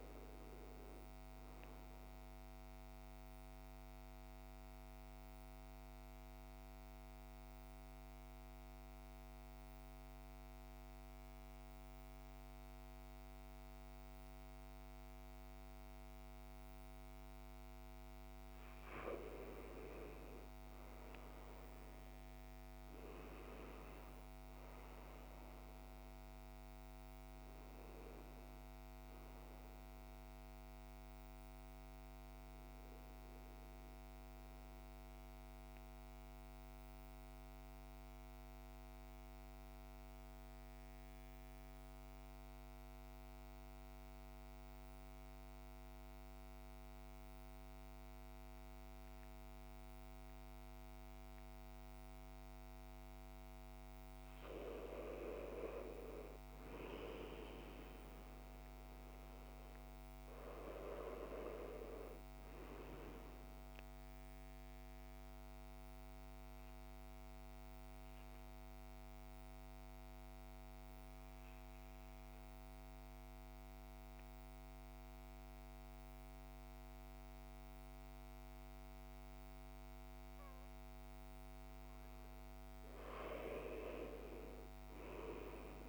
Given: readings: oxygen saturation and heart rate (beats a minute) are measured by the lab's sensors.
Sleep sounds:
breathing in sleep by a microphone on the trachea; 3
2.00-18.50 s: central apnea (oxygen 97% before, 89% lowest, heart rate 62 before, 54 extreme, up 13 after)
20.50-24.50 s: arousal
23.00-38.00 s: oxygen desaturation (device-marked, oxygen 97% before, 89% lowest, heart rate 58 before, 54 extreme)
28.00-85.89 s: new sleep stage, N2 (light sleep)
34.00-53.50 s: central apnea (oxygen 97% before, 91% lowest, heart rate 62 before, 54 extreme, up 4 after)
55.00-58.00 s: arousal
56.00-75.00 s: oxygen desaturation (device-marked, oxygen 98% before, 91% lowest, heart rate 55 before, 55 extreme)
65.00-81.50 s: obstructive apnea (oxygen 98% before, 90% lowest, heart rate 56 before, 53 extreme, up 4 after)
84.00-85.89 s: arousal
From the record:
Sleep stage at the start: N1 (lightest sleep); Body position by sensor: on the back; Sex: male

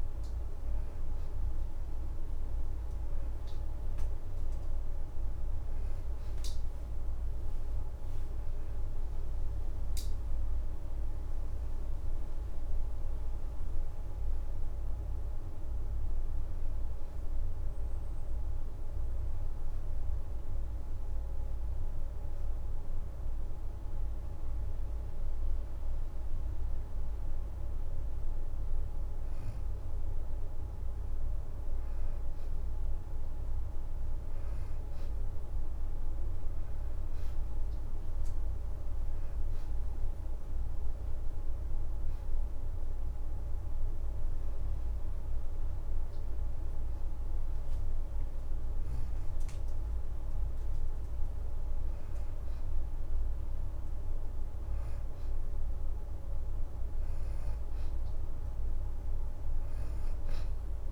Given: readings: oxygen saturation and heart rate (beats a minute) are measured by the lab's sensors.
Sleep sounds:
breathing in sleep, hard to hear, by a room microphone; 2
1.00-9.00 s: oxygen desaturation (device-marked, oxygen 91% before, 88% lowest, heart rate 85 before, 79 extreme)
10.00-14.50 s: arousal
21.50-31.50 s: hypopnea (oxygen 91% before, 85% lowest, heart rate 82 before, 78 extreme, up 3 after)
35.00-39.00 s: arousal
39.00-51.00 s: oxygen desaturation (device-marked, oxygen 91% before, 87% lowest, heart rate 81 before, 78 extreme)
44.50-54.50 s: hypopnea (oxygen 91% before, 85% lowest, heart rate 81 before, 78 extreme, up 3 after)
57.00-60.50 s: arousal
57.00-60.92 s: oxygen desaturation (device-marked, oxygen 92% before, 86% lowest, heart rate 81 before, 77 extreme)
From the record:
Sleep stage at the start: N2 (light sleep); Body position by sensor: on the back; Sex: female

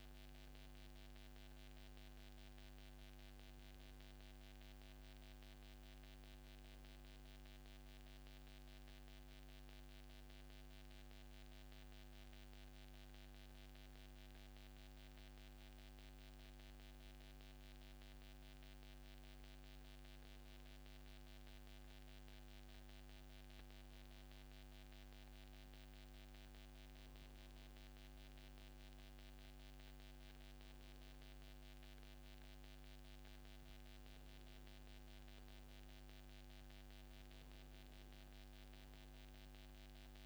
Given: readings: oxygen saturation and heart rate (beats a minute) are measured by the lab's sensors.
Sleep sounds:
breathing in sleep, hard to hear, by a microphone on the trachea; none
31.50-35.50 s: arousal
From the record:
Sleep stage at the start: N1 (lightest sleep); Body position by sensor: on the back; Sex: male

